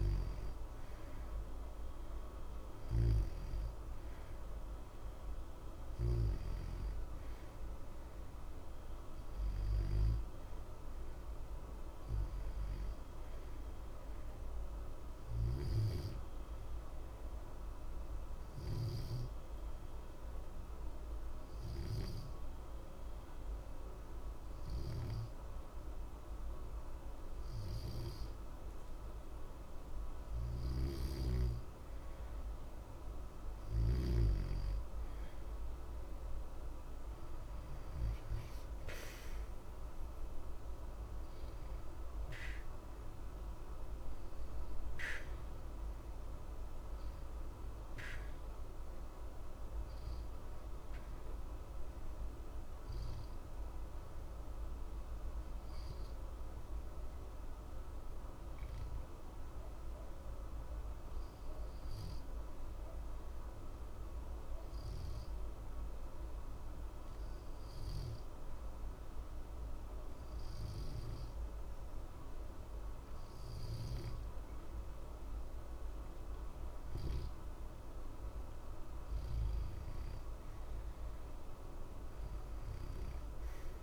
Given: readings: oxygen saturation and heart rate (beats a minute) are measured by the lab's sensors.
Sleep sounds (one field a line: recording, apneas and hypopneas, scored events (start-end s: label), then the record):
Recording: breathing in sleep, hard to hear, by a room microphone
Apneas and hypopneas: 2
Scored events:
14.00-29.00 s: obstructive apnea (oxygen 90% before, 88% lowest, heart rate 60 before, 60 extreme, up 0 after)
31.00-36.00 s: arousal
53.00-75.00 s: obstructive apnea (oxygen 91% before, 87% lowest, heart rate 60 before, 60 extreme, up 0 after)
77.00-81.00 s: arousal
From the record:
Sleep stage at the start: N2 (light sleep)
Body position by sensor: on the back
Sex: male